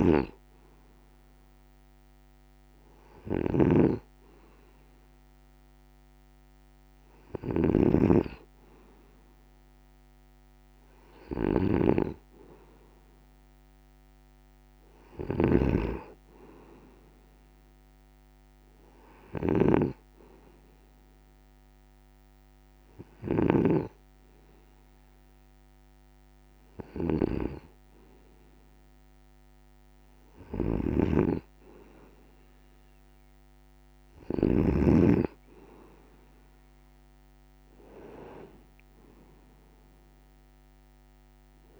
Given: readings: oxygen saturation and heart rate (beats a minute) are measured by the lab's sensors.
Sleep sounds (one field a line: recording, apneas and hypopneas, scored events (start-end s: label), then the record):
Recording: breathing in sleep by a microphone on the trachea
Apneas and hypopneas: none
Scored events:
0.00-34.50 s: snoring (device-marked)
From the record:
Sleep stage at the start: N2 (light sleep)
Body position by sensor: on the right side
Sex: male